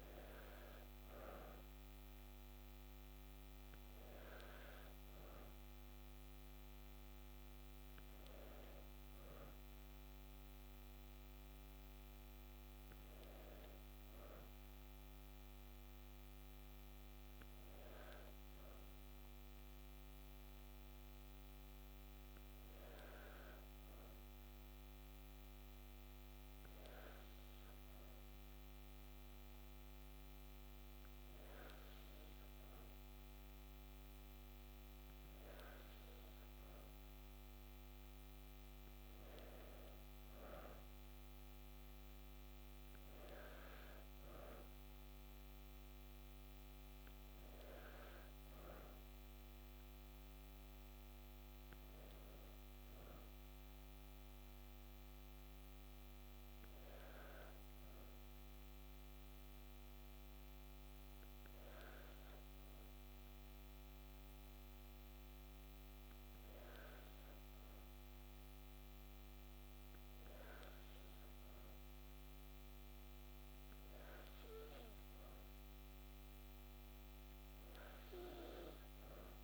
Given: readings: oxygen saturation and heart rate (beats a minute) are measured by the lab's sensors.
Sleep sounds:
breathing in sleep, hard to hear, by a microphone on the trachea; none
none scored
From the record:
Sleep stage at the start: N2 (light sleep); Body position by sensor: on the back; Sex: female

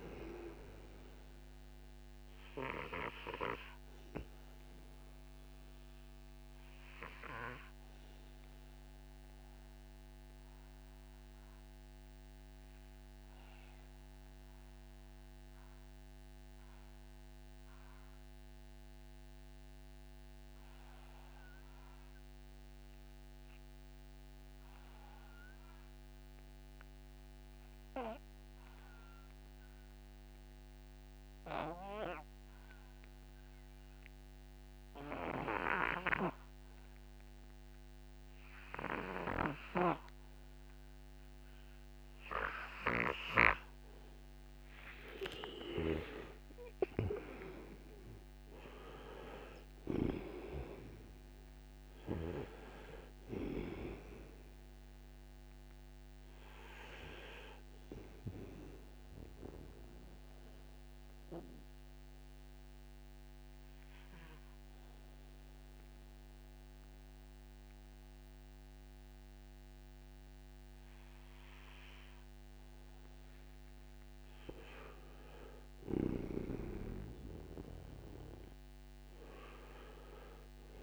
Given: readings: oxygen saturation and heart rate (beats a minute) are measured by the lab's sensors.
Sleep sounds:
breathing in sleep by a microphone on the trachea; 2
0.00-25.50 s: oxygen desaturation (device-marked, oxygen 86% lowest, heart rate 58 extreme)
5.50-44.00 s: obstructive apnea (oxygen 99% before, 78% lowest, heart rate 67 before, 58 extreme, up 35 after)
37.50-79.50 s: oxygen desaturation (device-marked, oxygen 97% before, 78% lowest, heart rate 64 before, 58 extreme)
46.00-51.00 s: arousal
59.50-73.00 s: mixed apnea (oxygen 97% before, 78% lowest, heart rate 80 before, 59 extreme, up 13 after)
75.00-79.00 s: arousal
From the record:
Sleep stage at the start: N2 (light sleep); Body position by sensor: on the right side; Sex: male

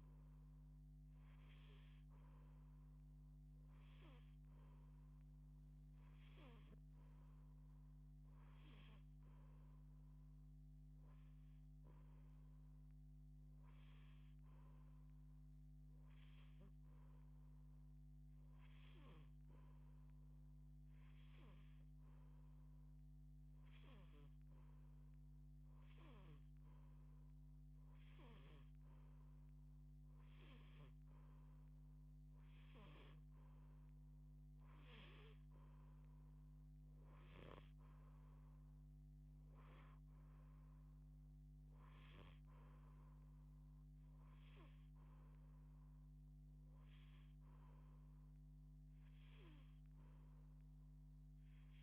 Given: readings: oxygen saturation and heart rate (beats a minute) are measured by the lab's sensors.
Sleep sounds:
breathing in sleep by a microphone on the trachea; none
none scored
From the record:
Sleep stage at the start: N2 (light sleep); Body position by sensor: on the back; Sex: female

